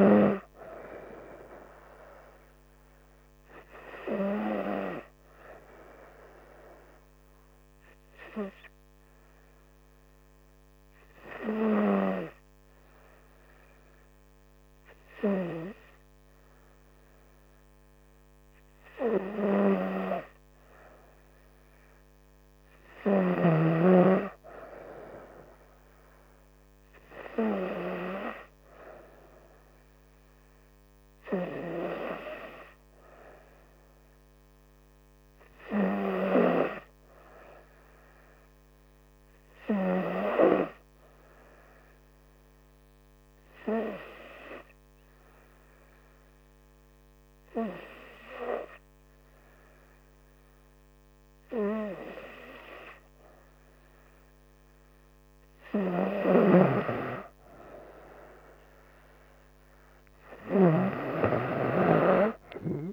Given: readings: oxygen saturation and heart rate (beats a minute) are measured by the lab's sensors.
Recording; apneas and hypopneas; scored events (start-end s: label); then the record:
breathing in sleep by a microphone on the trachea; 2
2.50-18.00 s: hypopnea (oxygen 96% before, 94% lowest, heart rate 69 before, 67 extreme, up 2 after)
18.50-22.00 s: arousal
37.00-56.00 s: hypopnea (oxygen 97% before, 94% lowest, heart rate 69 before, 67 extreme, up 3 after)
59.50-62.92 s: arousal
From the record:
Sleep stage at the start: N2 (light sleep); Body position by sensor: on the front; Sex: female